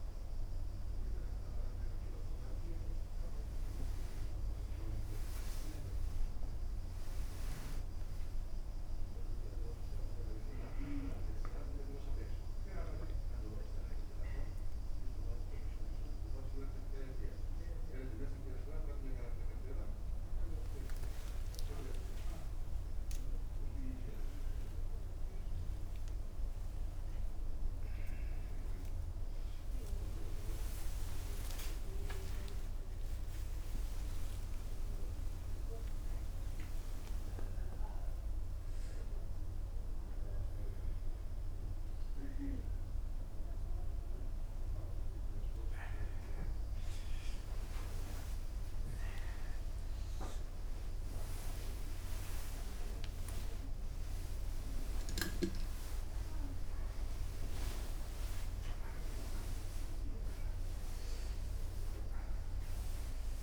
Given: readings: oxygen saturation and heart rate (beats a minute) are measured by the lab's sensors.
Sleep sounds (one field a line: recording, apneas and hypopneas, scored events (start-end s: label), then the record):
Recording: a person awake in a sleep study, by a room microphone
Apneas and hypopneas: none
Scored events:
none scored
From the record:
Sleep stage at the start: awake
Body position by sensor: on the right side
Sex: male